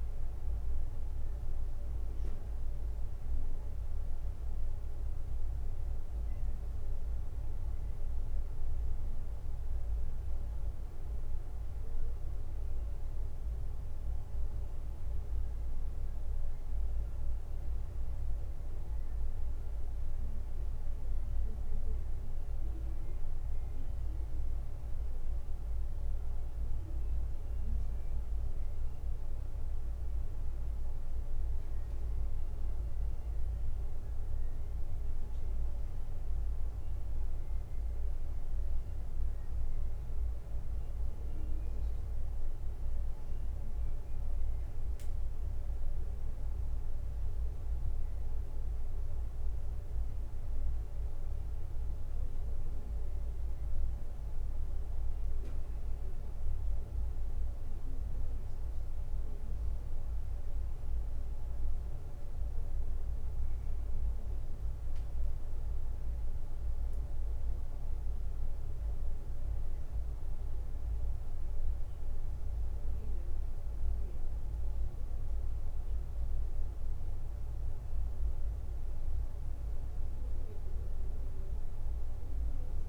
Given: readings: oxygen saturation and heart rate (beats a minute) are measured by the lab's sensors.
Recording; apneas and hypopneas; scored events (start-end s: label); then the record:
a person awake in a sleep study, hard to hear, by a room microphone; none
none scored
From the record:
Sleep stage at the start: awake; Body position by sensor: on the back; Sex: male